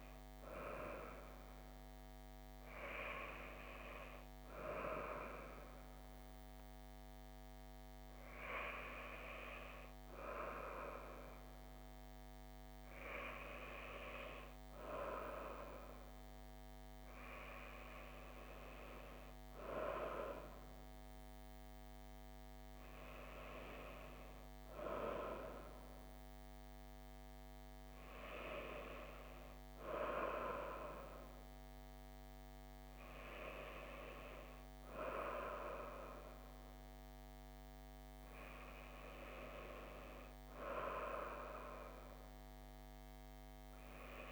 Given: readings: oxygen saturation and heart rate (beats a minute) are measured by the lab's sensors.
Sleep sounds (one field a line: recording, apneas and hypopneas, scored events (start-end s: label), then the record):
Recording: breathing in sleep by a microphone on the trachea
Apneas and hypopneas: none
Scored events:
none scored
From the record:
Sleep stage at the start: N2 (light sleep)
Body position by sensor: on the back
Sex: female